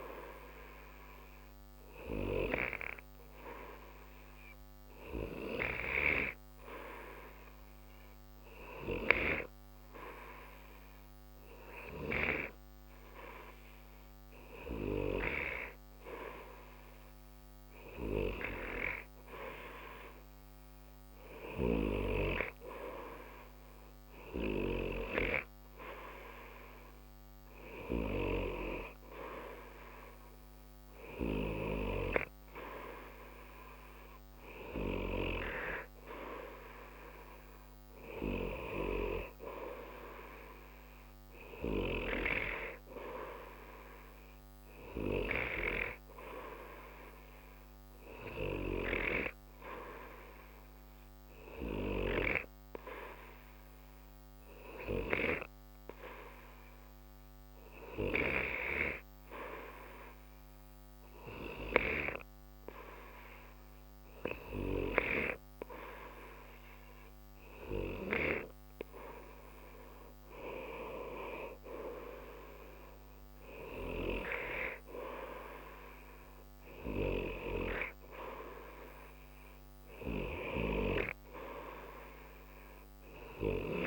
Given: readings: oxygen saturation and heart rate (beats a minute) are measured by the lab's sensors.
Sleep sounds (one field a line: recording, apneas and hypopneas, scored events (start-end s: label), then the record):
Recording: breathing in sleep by a microphone on the trachea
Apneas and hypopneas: 2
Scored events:
1.00-16.00 s: hypopnea (oxygen 93% before, 92% lowest, heart rate 60 before, 60 extreme, up 0 after)
18.00-22.50 s: arousal
52.00-68.00 s: hypopnea (oxygen 93% before, 92% lowest, heart rate 60 before, 60 extreme, up 2 after)
70.00-73.50 s: arousal
From the record:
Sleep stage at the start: N2 (light sleep)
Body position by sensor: on the right side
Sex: male